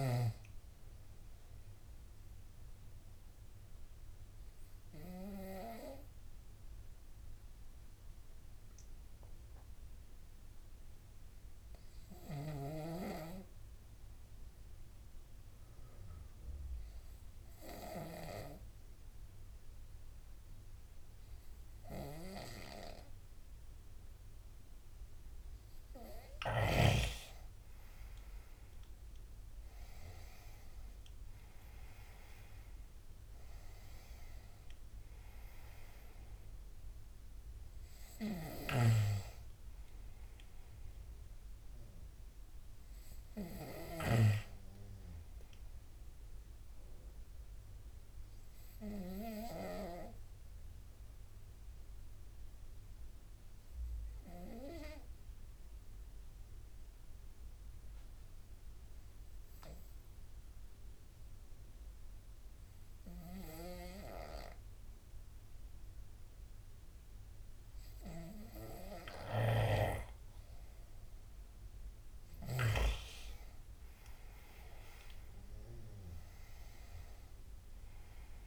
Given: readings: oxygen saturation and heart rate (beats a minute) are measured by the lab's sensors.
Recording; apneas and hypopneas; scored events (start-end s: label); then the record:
breathing in sleep by a room microphone; 2
0.00-5.00 s: oxygen desaturation (device-marked, oxygen 93% lowest, heart rate 73 extreme)
2.50-24.50 s: obstructive apnea (oxygen 99% before, 92% lowest, heart rate 80 before, 73 extreme, up 6 after)
27.50-31.50 s: arousal
29.00-60.00 s: oxygen desaturation (device-marked, oxygen 98% before, 92% lowest, heart rate 75 before, 72 extreme)
48.00-71.00 s: obstructive apnea (oxygen 98% before, 92% lowest, heart rate 78 before, 72 extreme, up 6 after)
74.00-78.00 s: arousal
77.00-78.47 s: oxygen desaturation (device-marked, oxygen 98% before, 93% lowest, heart rate 76 before, 72 extreme)
From the record:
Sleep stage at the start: N2 (light sleep); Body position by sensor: on the right side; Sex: male